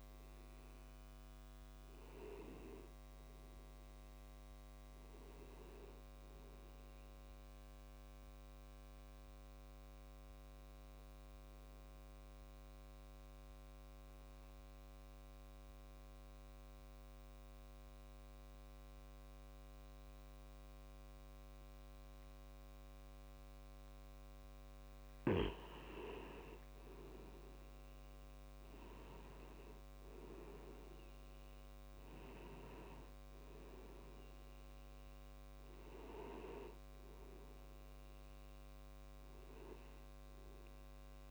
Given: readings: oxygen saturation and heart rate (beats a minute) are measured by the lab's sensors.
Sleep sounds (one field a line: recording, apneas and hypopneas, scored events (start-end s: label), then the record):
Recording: breathing in sleep by a microphone on the trachea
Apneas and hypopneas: 1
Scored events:
7.00-24.00 s: obstructive apnea (oxygen 97% before, 90% lowest)
26.50-30.50 s: arousal
28.50-41.31 s: oxygen desaturation (device-marked, oxygen 96% before, 90% lowest)
From the record:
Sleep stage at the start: N2 (light sleep)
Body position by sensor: on the back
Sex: male